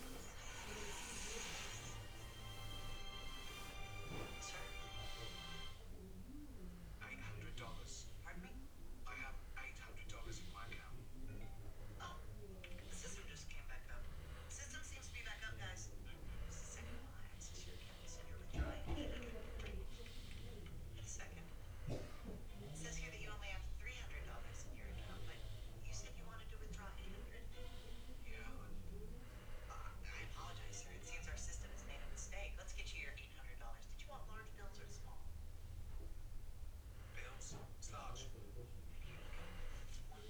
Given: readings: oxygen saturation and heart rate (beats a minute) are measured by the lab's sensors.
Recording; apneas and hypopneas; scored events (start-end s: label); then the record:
breathing in sleep by a room microphone; none
none scored
From the record:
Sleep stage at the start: N2 (light sleep); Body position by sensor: on the back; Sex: male